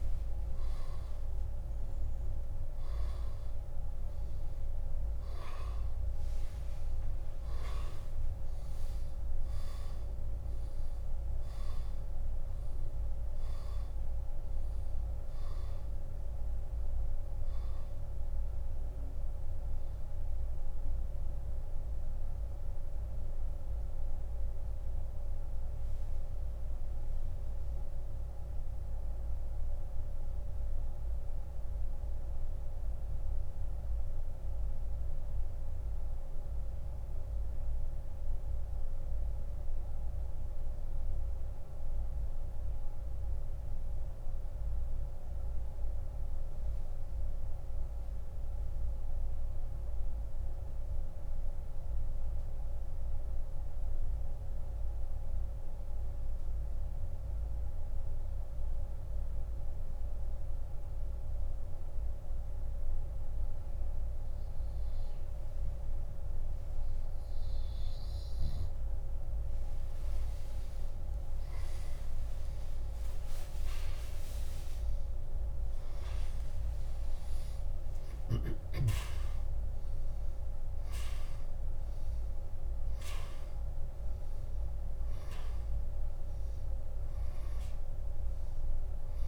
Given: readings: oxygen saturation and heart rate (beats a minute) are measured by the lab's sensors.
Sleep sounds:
breathing in sleep, hard to hear, by a room microphone; 1
0.00-1.50 s: arousal
24.00-67.00 s: mixed apnea (oxygen 97% before, 86% lowest)
43.00-57.00 s: oxygen desaturation (device-marked, oxygen 95% before, 87% lowest)
71.00-76.50 s: arousal
From the record:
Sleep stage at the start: N2 (light sleep); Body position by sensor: on the back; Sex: male

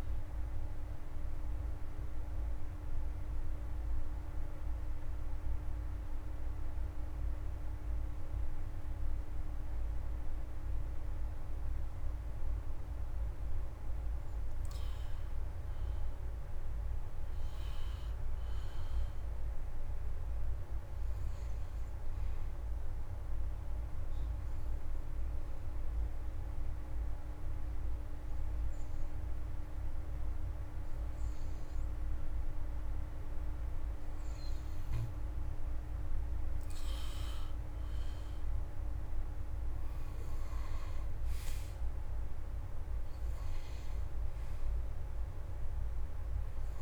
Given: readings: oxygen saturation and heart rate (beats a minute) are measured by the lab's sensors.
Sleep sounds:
breathing in sleep, hard to hear, by a room microphone; 2
0.00-17.00 s: oxygen desaturation (device-marked, oxygen 85% lowest, heart rate 78 extreme)
3.00-13.50 s: obstructive apnea (oxygen 96% before, 85% lowest, heart rate 52 before, 106 extreme, up 16 after)
16.00-20.00 s: arousal
24.50-35.50 s: obstructive apnea (oxygen 91% before, 86% lowest, heart rate 126 before, 113 extreme, up 23 after)
25.00-32.00 s: oxygen desaturation (device-marked, oxygen 96% before, 89% lowest, heart rate 125 before, 113 extreme)
37.50-41.00 s: arousal
40.00-46.82 s: oxygen desaturation (device-marked, oxygen 95% before, 86% lowest, heart rate 143 before, 109 extreme)
From the record:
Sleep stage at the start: N2 (light sleep); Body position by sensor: on the back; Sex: male

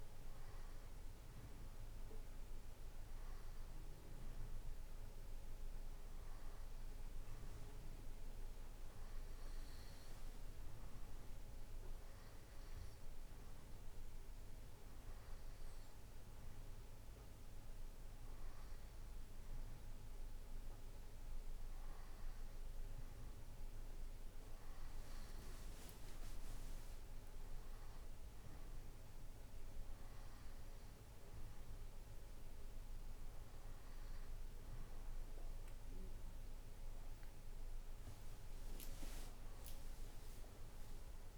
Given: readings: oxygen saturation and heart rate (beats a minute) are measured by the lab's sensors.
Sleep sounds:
breathing in sleep, hard to hear, by a room microphone; none
none scored
From the record:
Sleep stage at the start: N2 (light sleep); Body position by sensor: on the right side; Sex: male

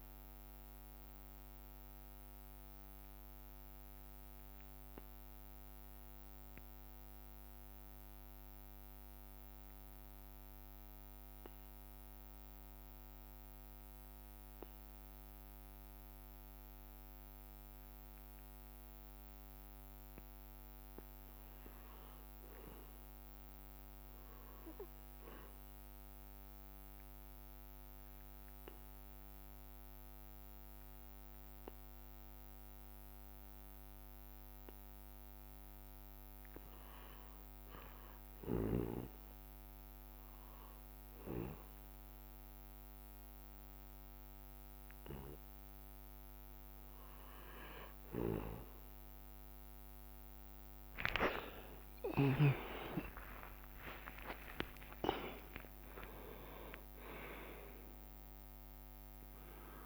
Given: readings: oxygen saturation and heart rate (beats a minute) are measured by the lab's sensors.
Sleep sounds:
breathing in sleep by a microphone on the trachea; 1
0.00-12.00 s: oxygen desaturation (device-marked, oxygen 89% lowest)
0.00-30.00 s: bradycardia (device-marked)
1.50-36.00 s: obstructive apnea (oxygen 94% before, 89% lowest)
3.50-7.50 s: leg movement (device-marked)
27.00-42.00 s: oxygen desaturation (device-marked, oxygen 98% before, 93% lowest)
30.00-35.00 s: leg movement (device-marked)
31.00-59.86 s: bradycardia (device-marked)
40.00-45.00 s: leg movement (device-marked)
49.50-55.50 s: arousal
50.00-59.86 s: oxygen desaturation (device-marked, oxygen 94% before, 91% lowest)
51.00-59.86 s: leg movement (device-marked)
55.00-57.00 s: long interval between heartbeats (device-marked)
From the record:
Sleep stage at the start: REM sleep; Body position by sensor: on the back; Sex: male

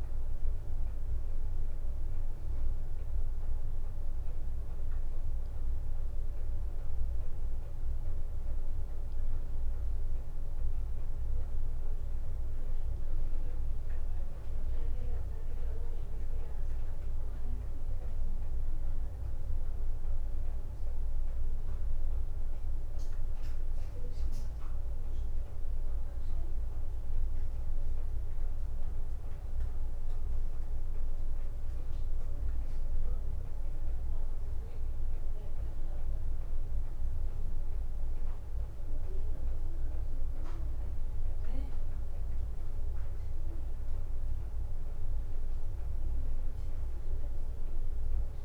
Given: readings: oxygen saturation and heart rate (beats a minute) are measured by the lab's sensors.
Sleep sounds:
a person awake in a sleep study, hard to hear, by a room microphone; none
none scored
From the record:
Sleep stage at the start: awake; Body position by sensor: on the back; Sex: female

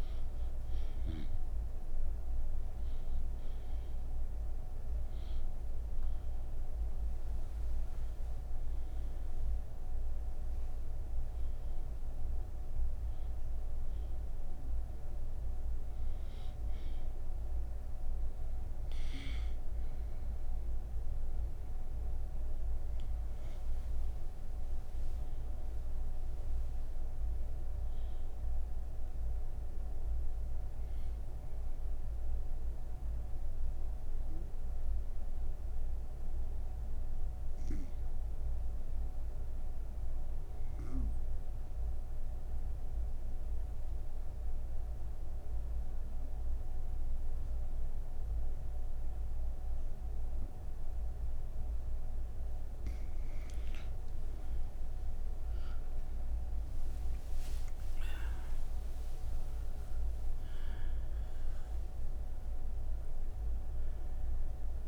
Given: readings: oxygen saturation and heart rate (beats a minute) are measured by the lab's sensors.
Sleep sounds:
breathing in sleep, hard to hear, by a room microphone; 1
6.00-33.00 s: oxygen desaturation (device-marked, oxygen 98% before, 92% lowest)
33.00-53.00 s: obstructive apnea (oxygen 97% before, 92% lowest)
From the record:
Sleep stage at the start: N3 (deep sleep); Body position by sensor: on the right side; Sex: female

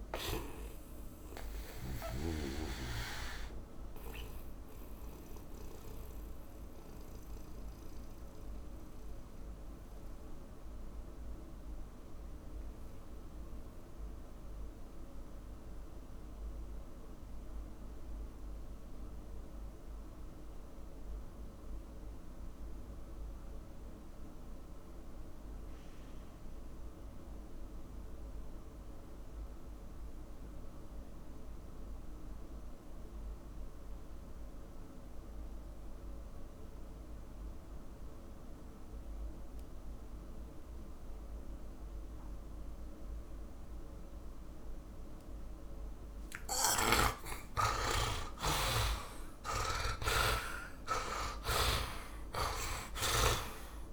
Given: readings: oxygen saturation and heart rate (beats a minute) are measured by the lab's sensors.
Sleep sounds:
breathing in sleep by a room microphone; 1
0.00-16.00 s: oxygen desaturation (device-marked, oxygen 71% lowest, heart rate 44 extreme)
1.50-46.00 s: mixed apnea (oxygen 100% before, 67% lowest, heart rate 63 before, 42 extreme, up 52 after)
26.00-53.93 s: oxygen desaturation (device-marked, oxygen 100% before, 67% lowest, heart rate 63 before, 42 extreme)
46.50-53.50 s: snoring (device-marked)
47.50-52.50 s: arousal
51.00-53.93 s: tachycardia (device-marked, heart rate 60 before, 103 extreme)
From the record:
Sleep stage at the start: N2 (light sleep); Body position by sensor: on the back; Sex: male

